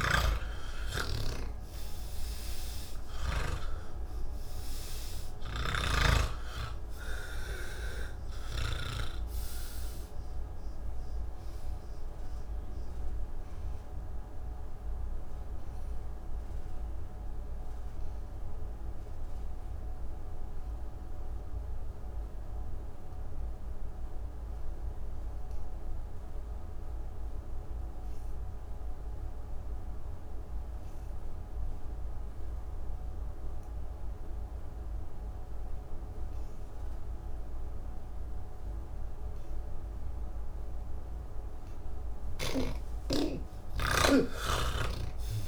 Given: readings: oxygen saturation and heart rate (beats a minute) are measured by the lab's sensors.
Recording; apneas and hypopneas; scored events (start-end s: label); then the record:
breathing in sleep by a room microphone; 1
0.00-6.50 s: snoring (device-marked)
0.00-28.00 s: oxygen desaturation (device-marked, oxygen 81% lowest, heart rate 43 extreme)
11.50-40.50 s: obstructive apnea (oxygen 99% before, 78% lowest, heart rate 143 before, 35 extreme, up 46 after)
30.00-45.48 s: oxygen desaturation (device-marked, oxygen 99% before, 78% lowest, heart rate 114 before, 35 extreme)
From the record:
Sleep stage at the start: N2 (light sleep); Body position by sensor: on the back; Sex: male